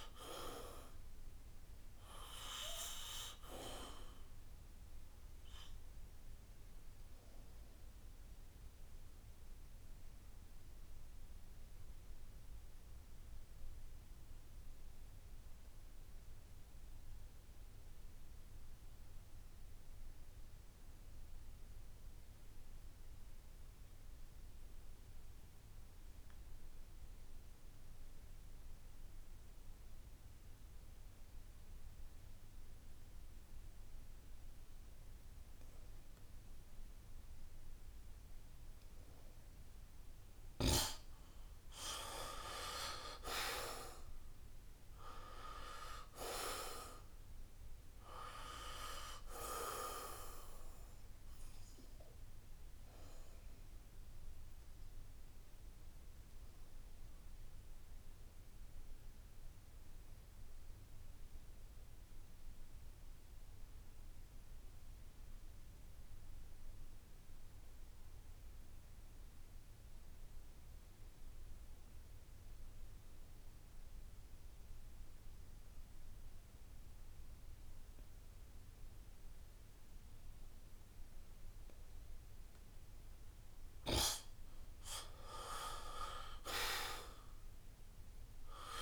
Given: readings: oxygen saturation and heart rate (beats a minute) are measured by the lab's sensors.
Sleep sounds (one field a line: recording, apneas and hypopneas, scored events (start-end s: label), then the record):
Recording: breathing in sleep by a room microphone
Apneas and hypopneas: 2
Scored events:
0.00-16.50 s: oxygen desaturation (device-marked, oxygen 80% lowest, heart rate 64 extreme)
6.50-40.00 s: obstructive apnea (oxygen 97% before, 78% lowest, heart rate 74 before, 64 extreme, up 9 after)
28.50-68.50 s: oxygen desaturation (device-marked, oxygen 97% before, 78% lowest, heart rate 68 before, 65 extreme)
38.00-40.00 s: long interval between heartbeats (device-marked, heart rate 70 before, 69 extreme)
42.50-47.00 s: arousal
53.00-82.50 s: obstructive apnea (oxygen 96% before, 78% lowest, heart rate 74 before, 65 extreme, up 6 after)
80.50-88.82 s: oxygen desaturation (device-marked, oxygen 97% before, 79% lowest, heart rate 68 before, 70 extreme)
85.00-87.50 s: arousal
From the record:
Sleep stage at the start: N2 (light sleep)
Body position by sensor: on the back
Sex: male